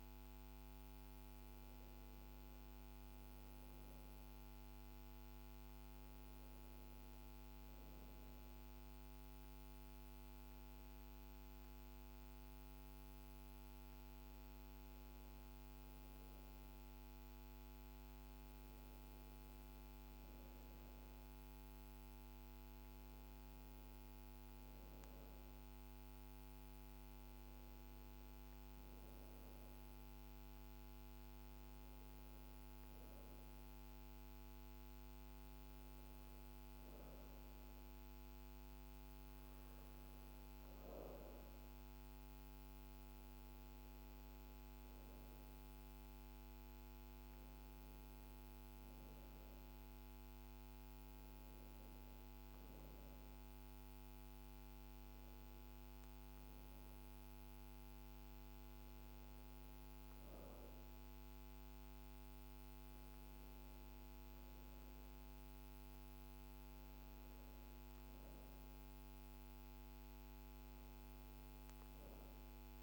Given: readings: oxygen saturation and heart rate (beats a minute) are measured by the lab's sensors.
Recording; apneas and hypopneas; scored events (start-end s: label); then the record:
breathing in sleep, hard to hear, by a microphone on the trachea; none
none scored
From the record:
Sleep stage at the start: N1 (lightest sleep); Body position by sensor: on the back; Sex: female